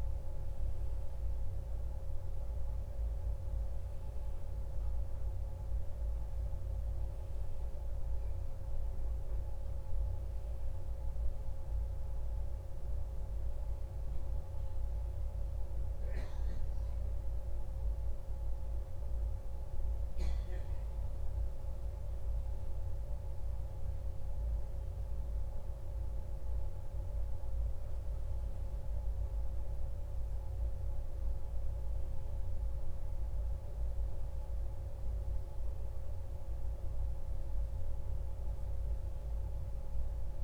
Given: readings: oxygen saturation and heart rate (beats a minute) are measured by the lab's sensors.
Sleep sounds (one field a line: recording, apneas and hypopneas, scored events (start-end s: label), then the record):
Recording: breathing in sleep, hard to hear, by a room microphone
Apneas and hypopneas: none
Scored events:
none scored
From the record:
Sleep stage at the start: N1 (lightest sleep)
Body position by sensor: on the back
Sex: male